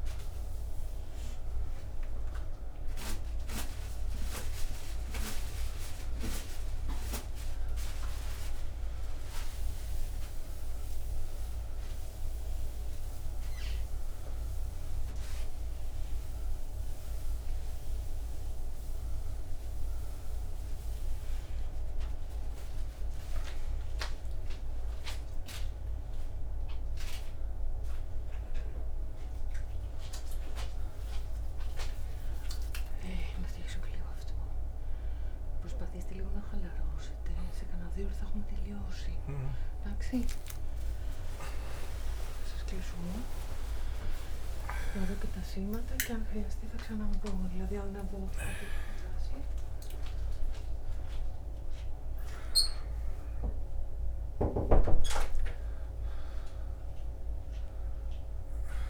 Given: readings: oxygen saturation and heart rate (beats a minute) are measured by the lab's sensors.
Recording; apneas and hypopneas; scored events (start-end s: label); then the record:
a person awake in a sleep study, by a room microphone; none
none scored
From the record:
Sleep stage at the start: awake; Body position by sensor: on the back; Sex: male